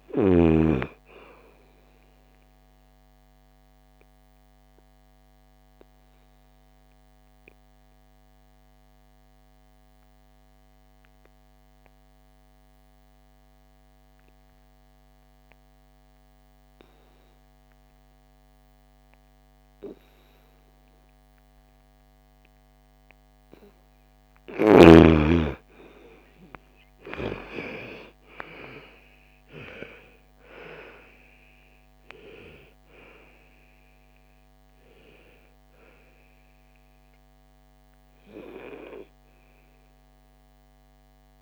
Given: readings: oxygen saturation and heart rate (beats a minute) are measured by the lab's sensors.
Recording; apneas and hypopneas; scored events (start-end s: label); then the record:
breathing in sleep by a microphone on the trachea; 1
0.00-11.00 s: oxygen desaturation (device-marked, oxygen 86% lowest, heart rate 55 extreme)
5.00-22.50 s: obstructive apnea (oxygen 99% before, 82% lowest, heart rate 65 before, 55 extreme, up 14 after)
22.00-41.42 s: oxygen desaturation (device-marked, oxygen 98% before, 83% lowest, heart rate 59 before, 53 extreme)
24.50-28.50 s: arousal
From the record:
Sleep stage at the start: N2 (light sleep); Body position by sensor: on the right side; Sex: female